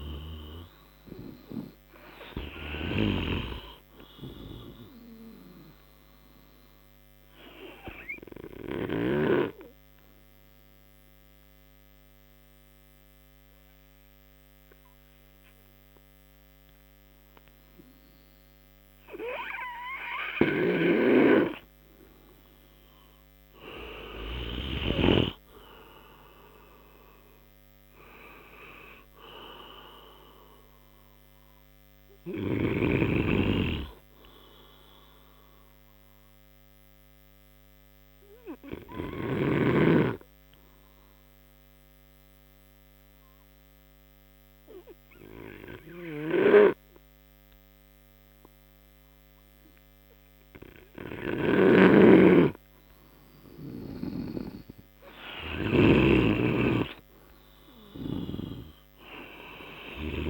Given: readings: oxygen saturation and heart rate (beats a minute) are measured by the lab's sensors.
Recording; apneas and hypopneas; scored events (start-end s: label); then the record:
breathing in sleep by a microphone on the trachea; 2
0.00-14.00 s: oxygen desaturation (device-marked, oxygen 90% lowest)
0.50-3.50 s: arousal
7.00-21.50 s: obstructive apnea (oxygen 95% before, 90% lowest)
25.50-29.00 s: arousal
36.00-54.00 s: obstructive apnea (oxygen 95% before, 91% lowest)
52.00-56.50 s: snoring (device-marked)
56.50-59.50 s: arousal
From the record:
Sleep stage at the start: N2 (light sleep); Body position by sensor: on the right side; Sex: male